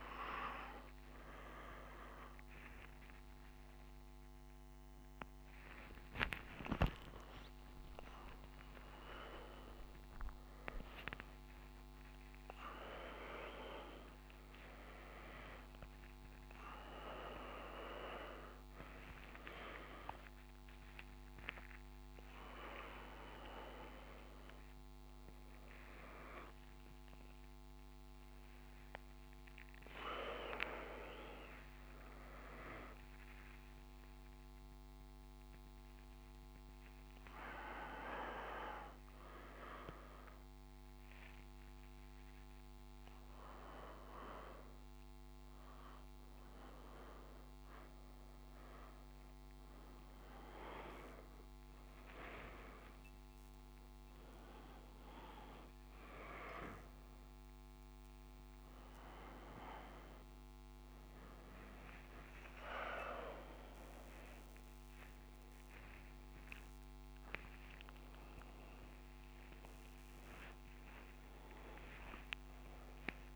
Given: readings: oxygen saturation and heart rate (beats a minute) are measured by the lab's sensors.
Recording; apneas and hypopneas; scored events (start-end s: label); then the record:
a person awake in a sleep study, by a microphone on the trachea; none
3.50-10.50 s: tachycardia (device-marked, heart rate 60 before, 130 extreme)
From the record:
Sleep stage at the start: awake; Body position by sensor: on the right side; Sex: male